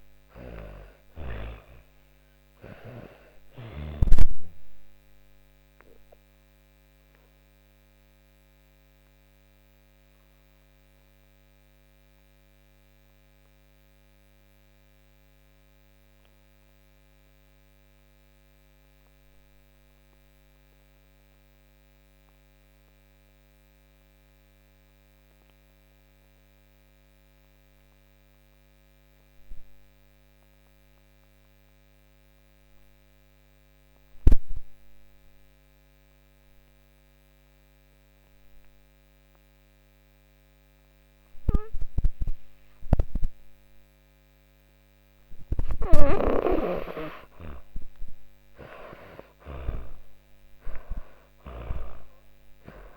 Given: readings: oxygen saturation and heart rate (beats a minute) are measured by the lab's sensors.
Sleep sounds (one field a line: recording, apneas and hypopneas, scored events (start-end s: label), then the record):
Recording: breathing in sleep by a microphone on the trachea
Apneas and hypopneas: 1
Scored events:
0.00-26.50 s: oxygen desaturation (device-marked, oxygen 80% lowest)
9.50-44.00 s: obstructive apnea (oxygen 98% before, 76% lowest)
40.50-52.97 s: oxygen desaturation (device-marked, oxygen 98% before, 76% lowest)
44.50-52.50 s: snoring (device-marked)
45.50-49.00 s: arousal
From the record:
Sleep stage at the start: N2 (light sleep)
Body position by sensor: on the back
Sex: female